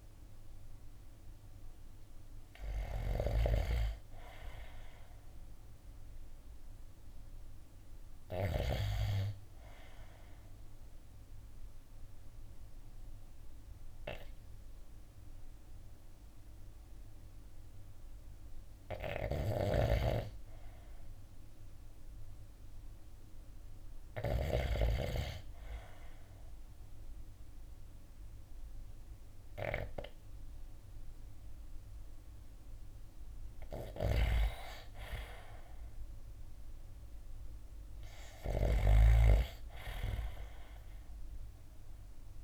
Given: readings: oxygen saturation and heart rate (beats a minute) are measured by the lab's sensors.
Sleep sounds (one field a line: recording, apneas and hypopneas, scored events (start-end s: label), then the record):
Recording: breathing in sleep by a room microphone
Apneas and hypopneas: 1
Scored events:
0.00-8.50 s: snoring (device-marked)
9.50-20.50 s: obstructive apnea (oxygen 95% before, 92% lowest, heart rate 56 before, 55 extreme, up 0 after)
18.50-24.00 s: snoring (device-marked)
23.50-27.00 s: arousal
31.50-42.44 s: drop in pulse transit time (device-marked, heart rate 56 before, 55 extreme)
33.50-42.44 s: snoring (device-marked)
From the record:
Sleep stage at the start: N2 (light sleep)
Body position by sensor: on the right side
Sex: male